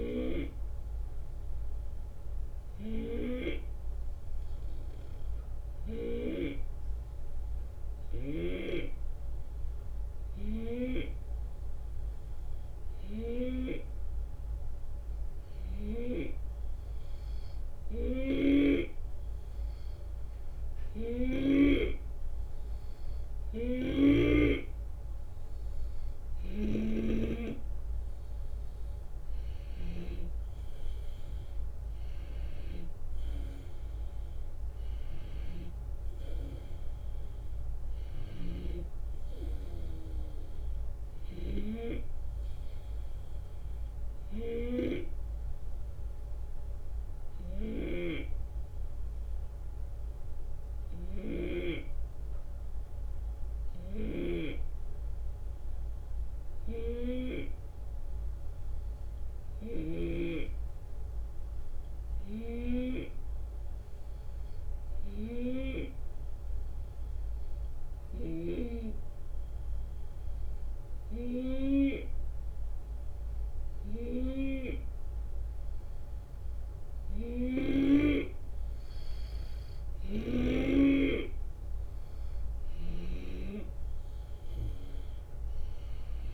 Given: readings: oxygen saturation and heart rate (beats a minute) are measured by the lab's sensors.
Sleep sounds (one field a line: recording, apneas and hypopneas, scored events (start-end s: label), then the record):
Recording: breathing in sleep by a room microphone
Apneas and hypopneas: 2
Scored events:
1.00-24.50 s: hypopnea (oxygen 89% before, 88% lowest, heart rate 78 before, 71 extreme, up 4 after)
18.00-21.50 s: snoring (device-marked)
23.50-30.00 s: snoring (device-marked)
27.50-31.00 s: arousal
28.00-42.00 s: drop in pulse transit time (device-marked, heart rate 75 before, 77 extreme)
38.00-41.50 s: snoring (device-marked)
44.50-75.50 s: hypopnea (oxygen 94% before, 90% lowest, heart rate 77 before, 70 extreme, up 6 after)
47.50-51.50 s: snoring (device-marked)
53.50-60.00 s: snoring (device-marked)
70.00-81.00 s: oxygen desaturation (device-marked, oxygen 94% before, 91% lowest, heart rate 73 before, 72 extreme)
83.00-86.34 s: arousal
83.00-86.34 s: drop in pulse transit time (device-marked, heart rate 73 before, 76 extreme)
From the record:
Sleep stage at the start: N2 (light sleep)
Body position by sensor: on the left side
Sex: male